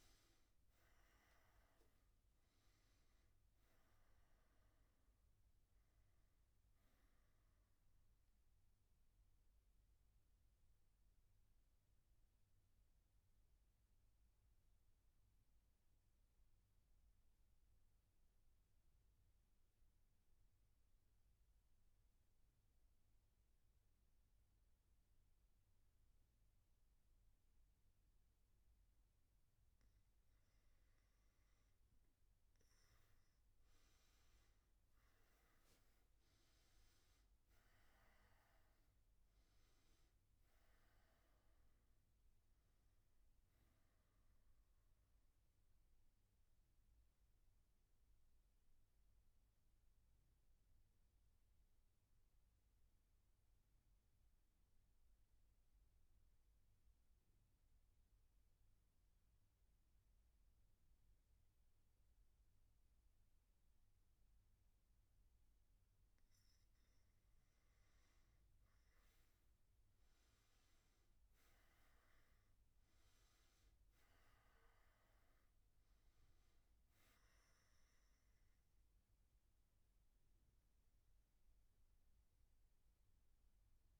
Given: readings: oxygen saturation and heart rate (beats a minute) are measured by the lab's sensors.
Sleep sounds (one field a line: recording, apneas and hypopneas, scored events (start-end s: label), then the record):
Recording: breathing in sleep, hard to hear, by a room microphone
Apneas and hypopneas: none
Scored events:
7.50-16.50 s: oxygen desaturation (device-marked, oxygen 98% before, 93% lowest, heart rate 124 before, 107 extreme)
32.50-54.50 s: oxygen desaturation (device-marked, oxygen 98% before, 93% lowest, heart rate 124 before, 73 extreme)
68.50-84.00 s: oxygen desaturation (device-marked, oxygen 98% before, 93% lowest, heart rate 123 before, 59 extreme)
From the record:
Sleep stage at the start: N1 (lightest sleep)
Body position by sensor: on the back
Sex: male